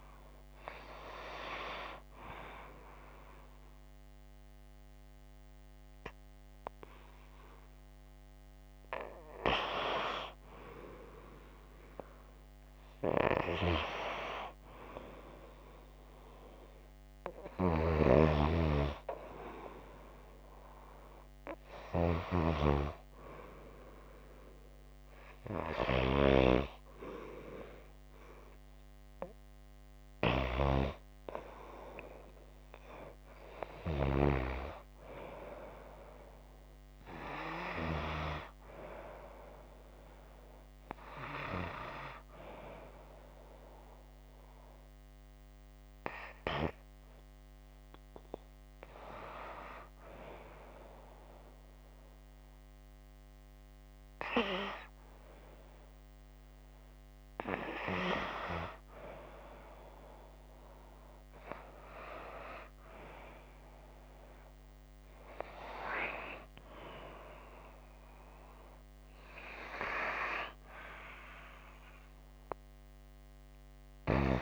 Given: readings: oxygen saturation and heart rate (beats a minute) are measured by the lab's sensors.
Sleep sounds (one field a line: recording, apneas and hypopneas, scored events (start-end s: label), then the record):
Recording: breathing in sleep by a microphone on the trachea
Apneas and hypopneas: none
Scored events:
0.00-1.50 s: arousal
12.50-36.50 s: oxygen desaturation (device-marked, oxygen 97% before, 93% lowest, heart rate 55 before, 54 extreme)
67.00-70.50 s: arousal
From the record:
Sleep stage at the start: N2 (light sleep)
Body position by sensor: on the back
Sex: female